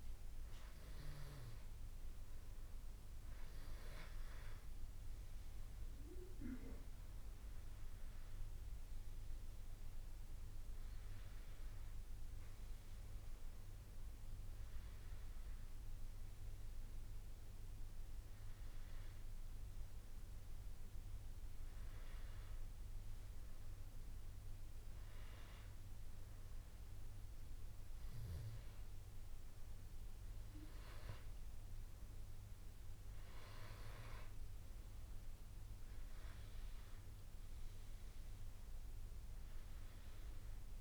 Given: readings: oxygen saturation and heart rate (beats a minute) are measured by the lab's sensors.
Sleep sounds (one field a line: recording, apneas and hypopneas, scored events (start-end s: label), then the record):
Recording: breathing in sleep by a room microphone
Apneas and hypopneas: none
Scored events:
none scored
From the record:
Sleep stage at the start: N2 (light sleep)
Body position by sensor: on the back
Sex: male